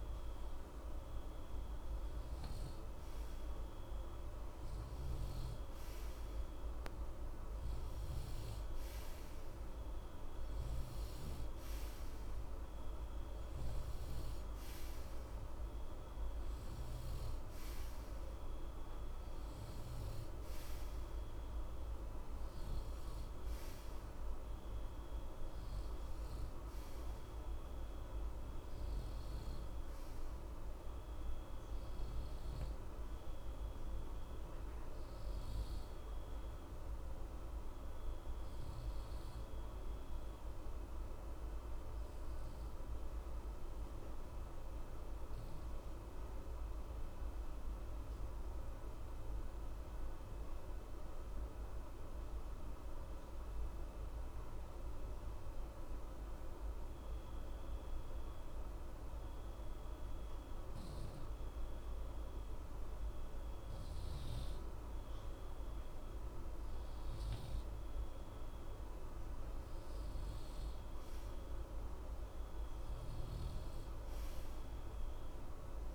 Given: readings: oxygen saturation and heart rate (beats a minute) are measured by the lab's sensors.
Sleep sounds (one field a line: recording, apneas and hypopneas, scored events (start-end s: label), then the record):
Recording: breathing in sleep, hard to hear, by a room microphone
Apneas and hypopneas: 1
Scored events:
0.00-1.50 s: arousal
0.00-40.00 s: oxygen desaturation (device-marked, oxygen 89% lowest, heart rate 60 extreme)
42.00-62.00 s: obstructive apnea (oxygen 95% before, 89% lowest, heart rate 60 before, 60 extreme, up 1 after)
64.50-69.00 s: arousal
66.00-75.95 s: oxygen desaturation (device-marked, oxygen 95% before, 89% lowest, heart rate 60 before, 60 extreme)
From the record:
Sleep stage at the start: N2 (light sleep)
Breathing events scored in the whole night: 302 in 5.8 hours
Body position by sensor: on the right side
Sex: male